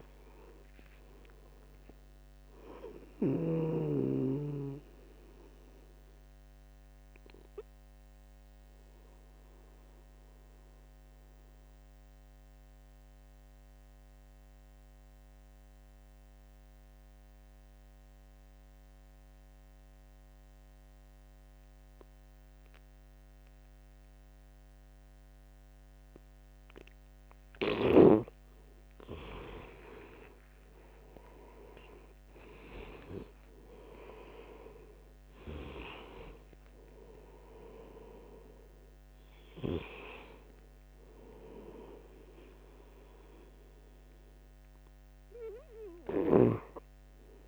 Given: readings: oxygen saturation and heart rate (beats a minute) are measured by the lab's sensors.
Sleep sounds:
breathing in sleep by a microphone on the trachea; 1
7.00-26.50 s: obstructive apnea (oxygen 97% before, 89% lowest, heart rate 78 before, 70 extreme, up 9 after)
27.00-47.48 s: oxygen desaturation (device-marked, oxygen 99% before, 89% lowest, heart rate 71 before, 68 extreme)
27.50-30.50 s: arousal
From the record:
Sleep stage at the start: N2 (light sleep); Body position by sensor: on the right side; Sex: male

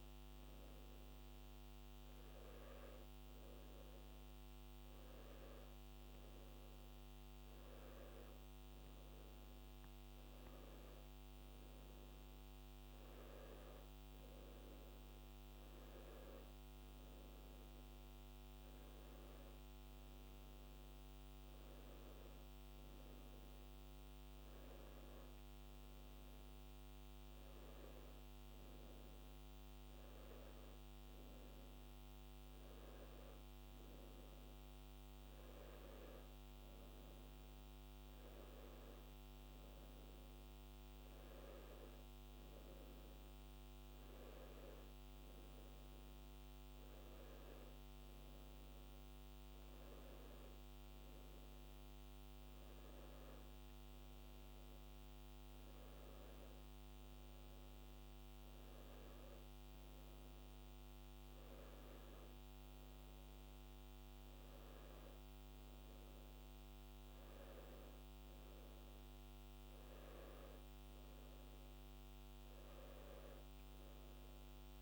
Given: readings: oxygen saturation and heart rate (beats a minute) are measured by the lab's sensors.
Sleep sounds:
breathing in sleep, hard to hear, by a microphone on the trachea; none
none scored
From the record:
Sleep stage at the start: N2 (light sleep); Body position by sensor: on the back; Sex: male

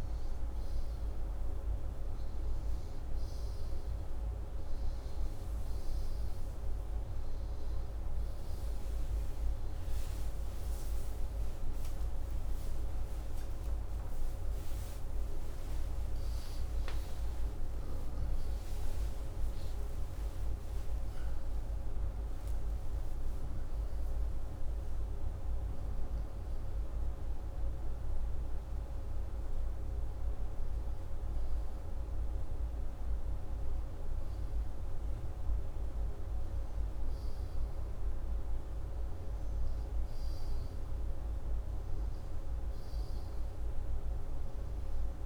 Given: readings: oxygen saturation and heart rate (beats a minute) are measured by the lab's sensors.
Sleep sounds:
a person awake in a sleep study, hard to hear, by a room microphone; none
none scored
From the record:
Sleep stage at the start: awake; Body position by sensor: upright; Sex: male

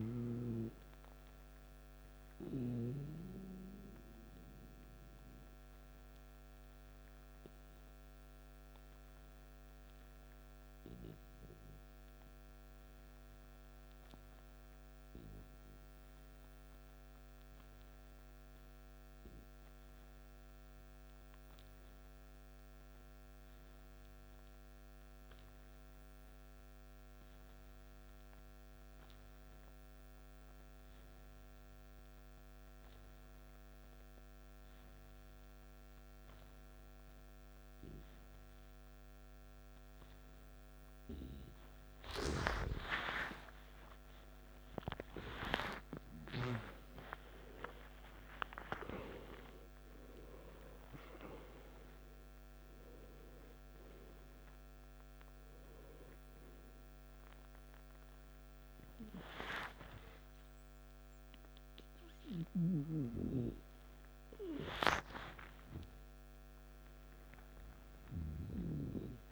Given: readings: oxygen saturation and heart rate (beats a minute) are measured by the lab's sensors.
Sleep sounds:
breathing in sleep by a microphone on the trachea; 1
0.00-12.00 s: oxygen desaturation (device-marked, oxygen 85% lowest, heart rate 53 extreme)
4.50-42.00 s: obstructive apnea (oxygen 94% before, 85% lowest, heart rate 66 before, 53 extreme, up 14 after)
30.00-50.00 s: oxygen desaturation (device-marked, oxygen 98% before, 88% lowest, heart rate 55 before, 55 extreme)
43.50-48.00 s: arousal
55.00-69.32 s: oxygen desaturation (device-marked, oxygen 91% before, 86% lowest, heart rate 62 before, 54 extreme)
66.00-69.32 s: arousal
From the record:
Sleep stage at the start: N2 (light sleep); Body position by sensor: on the back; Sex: male

